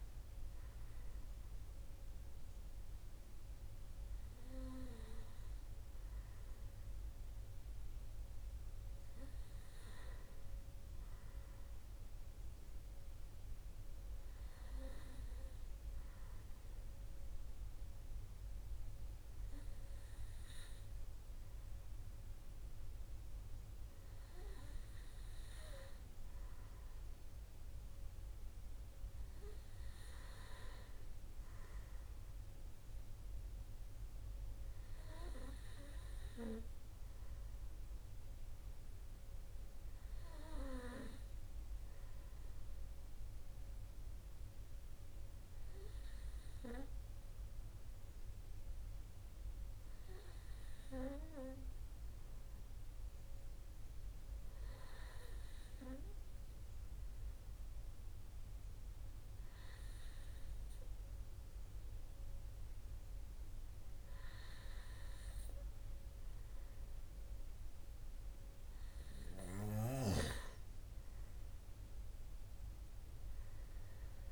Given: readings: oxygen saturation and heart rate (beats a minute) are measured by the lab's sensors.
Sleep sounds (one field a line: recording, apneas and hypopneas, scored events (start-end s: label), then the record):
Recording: breathing in sleep by a room microphone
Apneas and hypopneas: none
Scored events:
0.00-2.50 s: oxygen desaturation (device-marked, oxygen 93% lowest, heart rate 55 extreme)
From the record:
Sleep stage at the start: N2 (light sleep)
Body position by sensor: on the right side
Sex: male